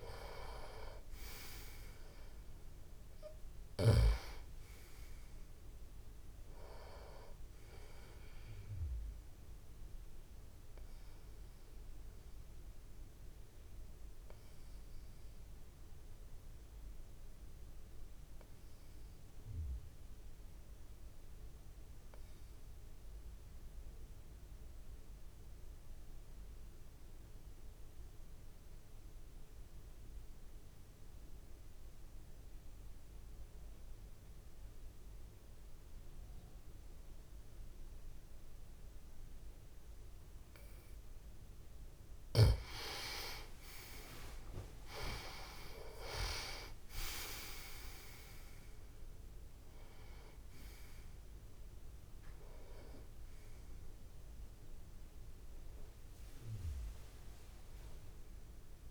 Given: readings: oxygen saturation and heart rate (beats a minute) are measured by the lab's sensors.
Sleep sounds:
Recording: breathing in sleep by a room microphone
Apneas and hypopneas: 1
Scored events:
0.00-21.50 s: oxygen desaturation (device-marked, oxygen 89% lowest)
11.00-41.50 s: obstructive apnea (oxygen 98% before, 87% lowest)
36.50-58.91 s: oxygen desaturation (device-marked, oxygen 98% before, 87% lowest)
43.50-47.00 s: arousal
From the record:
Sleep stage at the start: N2 (light sleep)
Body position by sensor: on the back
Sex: male

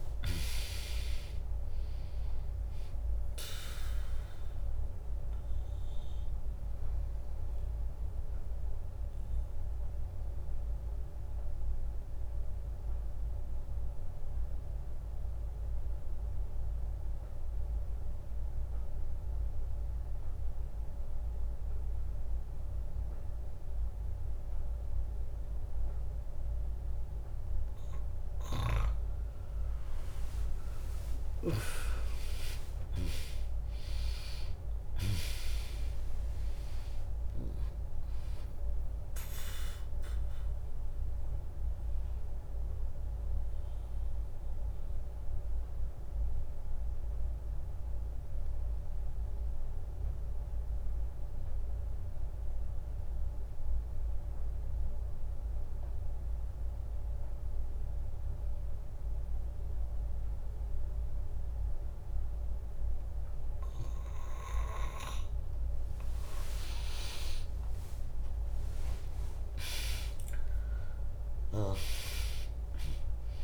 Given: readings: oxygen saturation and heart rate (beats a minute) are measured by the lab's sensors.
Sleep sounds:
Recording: breathing in sleep by a room microphone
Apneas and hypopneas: 2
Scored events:
0.00-9.00 s: drop in pulse transit time (device-marked, heart rate 63 extreme)
7.00-28.00 s: obstructive apnea (oxygen 100% before, 95% lowest, heart rate 67 before, 60 extreme, up 2 after)
31.00-35.50 s: arousal
33.00-46.00 s: drop in pulse transit time (device-marked, heart rate 65 before, 61 extreme)
33.00-59.00 s: oxygen desaturation (device-marked, oxygen 100% before, 95% lowest, heart rate 65 before, 58 extreme)
41.00-65.00 s: mixed apnea (oxygen 100% before, 95% lowest, heart rate 64 before, 58 extreme, up 2 after)
62.00-65.00 s: bradycardia (device-marked, heart rate 67 before, 61 extreme)
67.00-72.50 s: arousal
70.00-73.44 s: drop in pulse transit time (device-marked, heart rate 69 before, 60 extreme)
From the record:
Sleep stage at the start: N2 (light sleep)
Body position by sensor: on the back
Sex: female

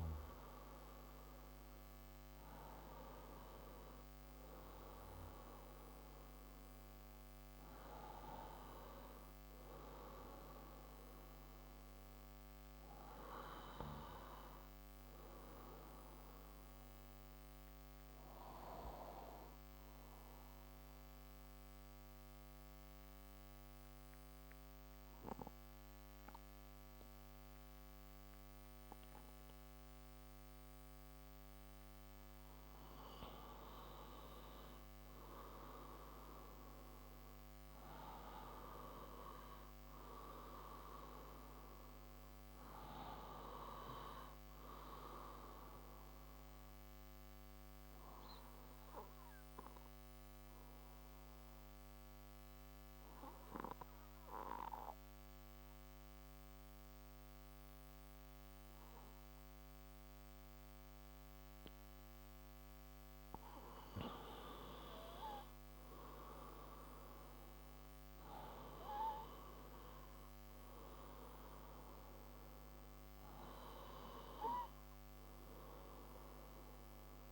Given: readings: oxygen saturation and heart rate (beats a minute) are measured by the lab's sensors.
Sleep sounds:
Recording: breathing in sleep by a microphone on the trachea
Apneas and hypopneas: 2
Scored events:
0.00-16.00 s: oxygen desaturation (device-marked, oxygen 91% lowest)
16.00-32.00 s: obstructive apnea (oxygen 95% before, 91% lowest)
33.50-37.00 s: arousal
38.00-64.00 s: oxygen desaturation (device-marked, oxygen 96% before, 91% lowest)
48.00-63.50 s: obstructive apnea (oxygen 96% before, 91% lowest)
66.50-71.00 s: arousal
72.00-77.31 s: oxygen desaturation (device-marked, oxygen 96% before, 91% lowest)
From the record:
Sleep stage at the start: N2 (light sleep)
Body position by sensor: on the left side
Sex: male

